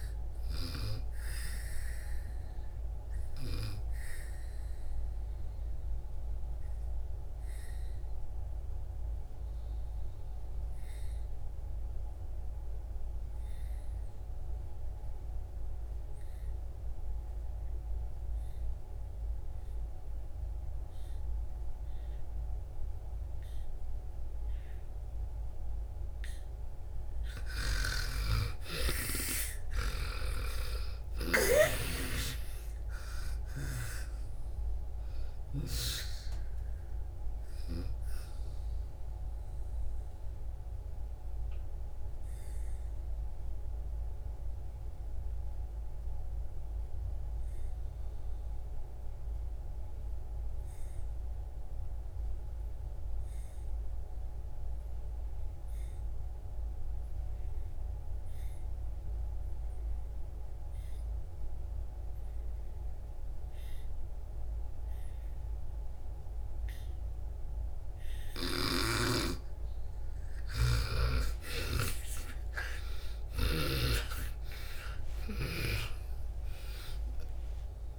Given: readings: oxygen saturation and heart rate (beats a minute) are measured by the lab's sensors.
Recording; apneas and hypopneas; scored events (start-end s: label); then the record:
breathing in sleep by a room microphone; 2
0.00-18.00 s: oxygen desaturation (device-marked, oxygen 82% lowest)
1.00-25.00 s: obstructive apnea (oxygen 98% before, 77% lowest)
23.00-56.00 s: oxygen desaturation (device-marked, oxygen 97% before, 77% lowest)
27.00-31.50 s: arousal
29.50-33.50 s: snoring (device-marked)
38.50-69.00 s: obstructive apnea (oxygen 97% before, 76% lowest)
58.00-77.99 s: oxygen desaturation (device-marked, oxygen 98% before, 76% lowest)
70.00-77.99 s: snoring (device-marked)
71.00-77.00 s: arousal
From the record:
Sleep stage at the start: N2 (light sleep); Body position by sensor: on the back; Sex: female